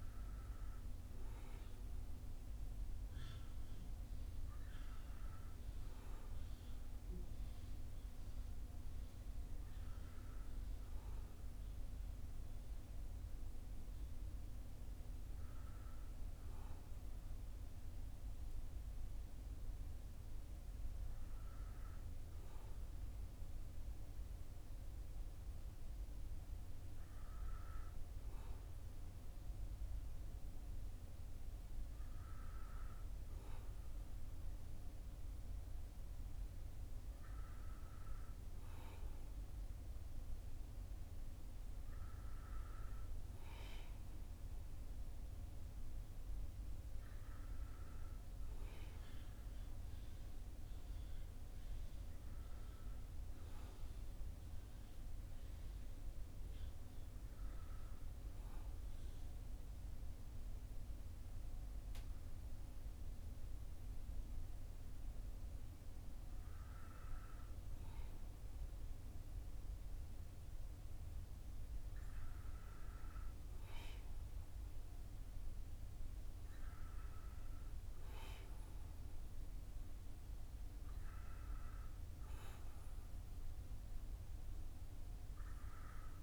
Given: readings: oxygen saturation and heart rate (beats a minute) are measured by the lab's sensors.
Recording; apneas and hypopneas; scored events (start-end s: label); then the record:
breathing in sleep, hard to hear, by a room microphone; none
none scored
From the record:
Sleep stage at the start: N1 (lightest sleep); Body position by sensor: on the back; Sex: male